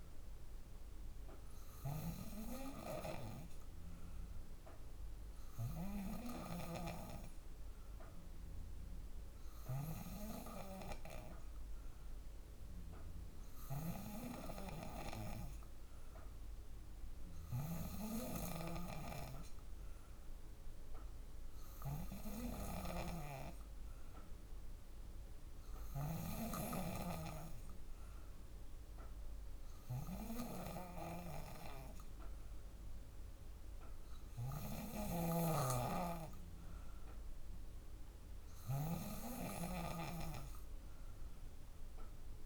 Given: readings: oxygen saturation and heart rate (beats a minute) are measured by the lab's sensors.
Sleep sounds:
breathing in sleep by a room microphone; none
34.50-42.46 s: snoring (device-marked)
From the record:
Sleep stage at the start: N2 (light sleep); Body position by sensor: on the back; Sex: female

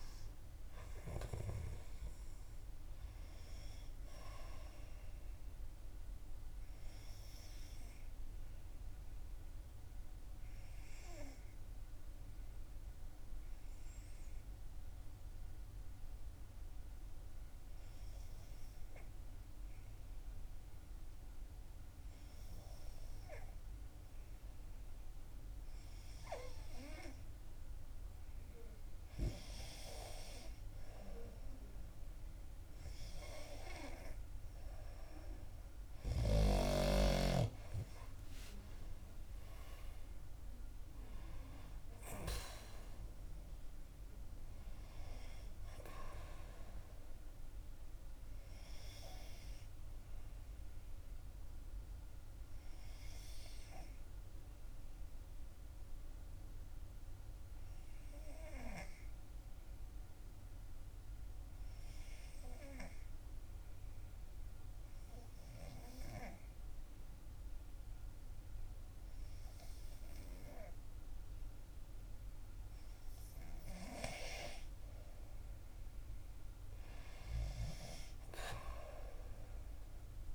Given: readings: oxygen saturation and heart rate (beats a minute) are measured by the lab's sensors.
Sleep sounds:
breathing in sleep by a room microphone; 2
11.00-26.50 s: obstructive apnea (oxygen 93% before, 90% lowest, heart rate 67 before, 59 extreme, up 6 after)
32.50-47.50 s: oxygen desaturation (device-marked, oxygen 96% before, 92% lowest, heart rate 61 before, 58 extreme)
37.50-41.50 s: arousal
52.00-72.50 s: hypopnea (oxygen 96% before, 91% lowest, heart rate 65 before, 57 extreme, up 1 after)
74.50-77.50 s: arousal
76.50-80.35 s: oxygen desaturation (device-marked, oxygen 96% before, 91% lowest, heart rate 62 before, 56 extreme)
From the record:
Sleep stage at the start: N2 (light sleep); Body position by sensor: on the back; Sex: female

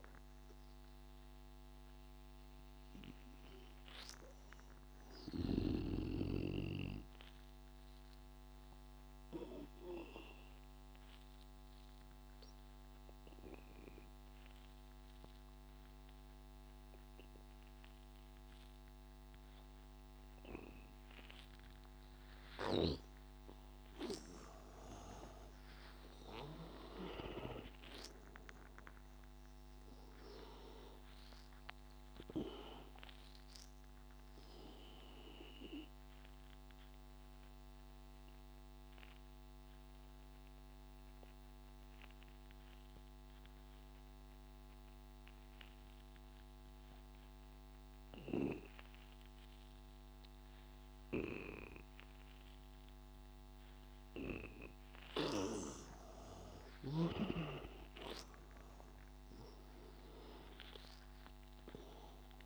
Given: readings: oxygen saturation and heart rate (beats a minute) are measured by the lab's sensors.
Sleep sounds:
breathing in sleep by a microphone on the trachea; 2
0.00-7.50 s: oxygen desaturation (device-marked, oxygen 89% lowest, heart rate 87 extreme)
7.50-22.50 s: obstructive apnea (oxygen 99% before, 84% lowest, heart rate 92 before, 82 extreme, up 6 after)
22.50-51.50 s: oxygen desaturation (device-marked, oxygen 98% before, 87% lowest, heart rate 91 before, 79 extreme)
24.50-28.50 s: arousal
34.00-55.00 s: obstructive apnea (oxygen 98% before, 81% lowest, heart rate 90 before, 79 extreme, up 15 after)
58.00-61.50 s: arousal
59.50-62.46 s: oxygen desaturation (device-marked, oxygen 98% before, 84% lowest, heart rate 82 before, 83 extreme)
From the record:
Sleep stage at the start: N2 (light sleep); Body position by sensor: on the back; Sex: male

